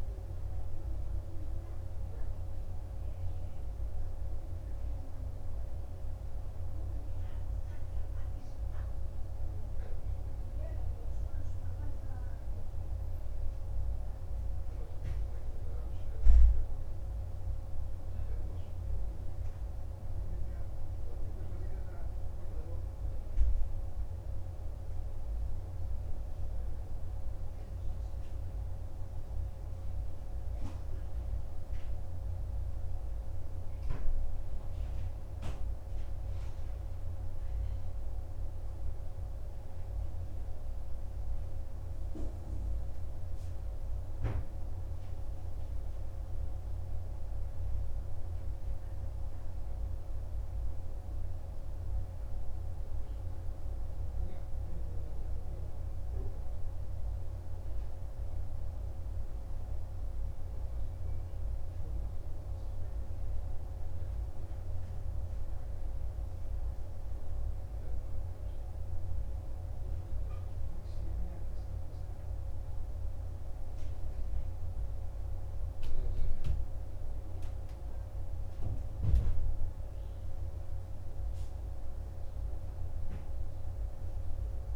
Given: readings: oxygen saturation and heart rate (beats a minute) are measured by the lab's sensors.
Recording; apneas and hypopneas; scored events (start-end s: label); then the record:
breathing in sleep, hard to hear, by a room microphone; none
none scored
From the record:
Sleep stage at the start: N2 (light sleep); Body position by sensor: on the right side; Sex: male